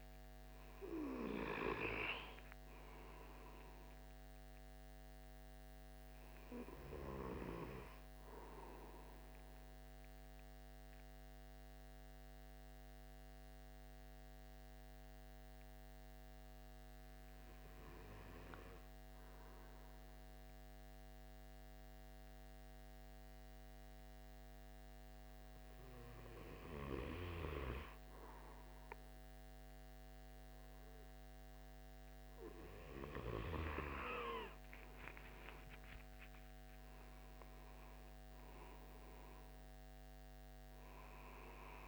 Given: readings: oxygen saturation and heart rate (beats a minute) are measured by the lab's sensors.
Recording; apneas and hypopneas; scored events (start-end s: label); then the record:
breathing in sleep by a microphone on the trachea; 1
10.50-27.50 s: hypopnea (oxygen 97% before, 94% lowest, heart rate 86 before, 71 extreme, up 31 after)
33.50-38.00 s: arousal
From the record:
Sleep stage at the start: N2 (light sleep); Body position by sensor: on the right side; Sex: male